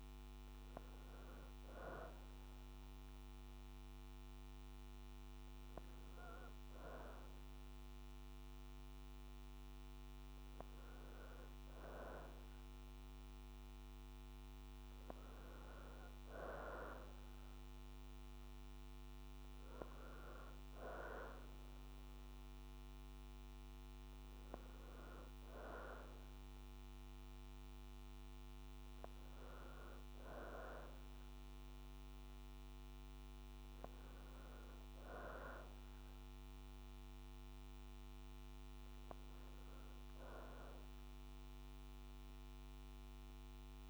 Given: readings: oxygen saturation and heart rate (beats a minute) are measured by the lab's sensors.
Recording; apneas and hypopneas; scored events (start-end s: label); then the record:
breathing in sleep by a microphone on the trachea; none
34.00-43.90 s: new sleep stage, REM sleep
From the record:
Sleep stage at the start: N2 (light sleep); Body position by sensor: on the back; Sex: female